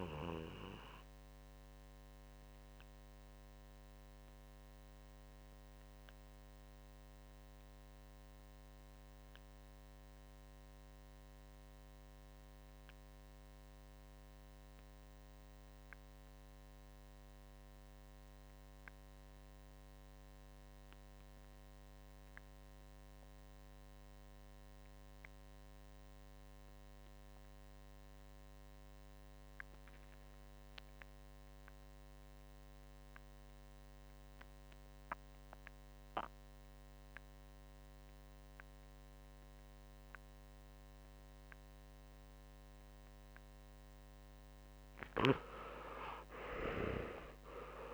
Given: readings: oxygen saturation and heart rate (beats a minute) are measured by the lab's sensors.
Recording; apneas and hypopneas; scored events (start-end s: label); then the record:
breathing in sleep by a microphone on the trachea; 1
0.00-17.50 s: oxygen desaturation (device-marked, oxygen 91% lowest, heart rate 46 extreme)
0.50-43.50 s: obstructive apnea (oxygen 99% before, 85% lowest, heart rate 61 before, 45 extreme, up 19 after)
8.50-47.94 s: new sleep stage, REM sleep
39.50-47.94 s: oxygen desaturation (device-marked, oxygen 96% before, 87% lowest, heart rate 53 before, 48 extreme)
45.00-47.94 s: arousal
From the record:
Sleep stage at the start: N2 (light sleep); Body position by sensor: on the back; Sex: male